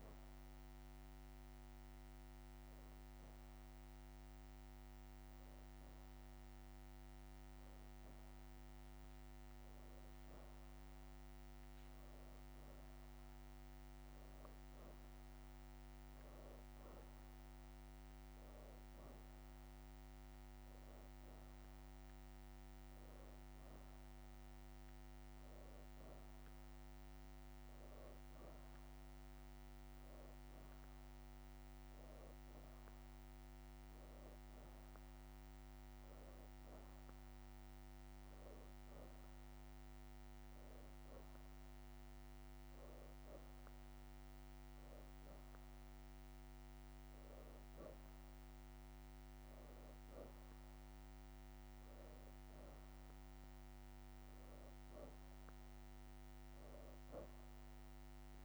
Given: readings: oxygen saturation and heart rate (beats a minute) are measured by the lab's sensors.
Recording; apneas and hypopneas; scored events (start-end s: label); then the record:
breathing in sleep, hard to hear, by a microphone on the trachea; none
12.50-17.50 s: leg movement (device-marked)
19.50-20.50 s: leg movement (device-marked)
21.50-32.50 s: oxygen desaturation (device-marked, oxygen 95% before, 90% lowest, heart rate 123 before, 42 extreme)
38.00-41.50 s: leg movement (device-marked)
From the record:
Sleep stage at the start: N2 (light sleep); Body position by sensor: on the back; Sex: female